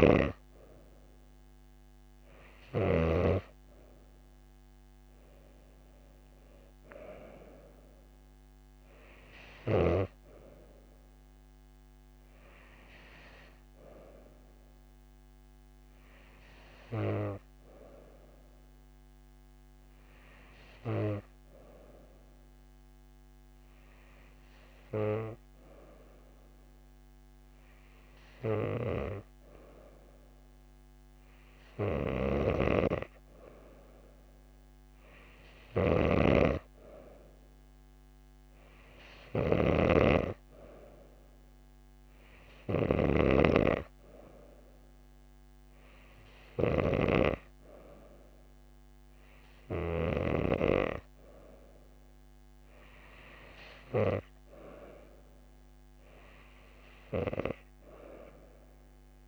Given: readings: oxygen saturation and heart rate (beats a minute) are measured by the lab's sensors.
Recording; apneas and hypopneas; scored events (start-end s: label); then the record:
breathing in sleep by a microphone on the trachea; none
none scored
From the record:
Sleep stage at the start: N2 (light sleep); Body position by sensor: on the back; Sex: female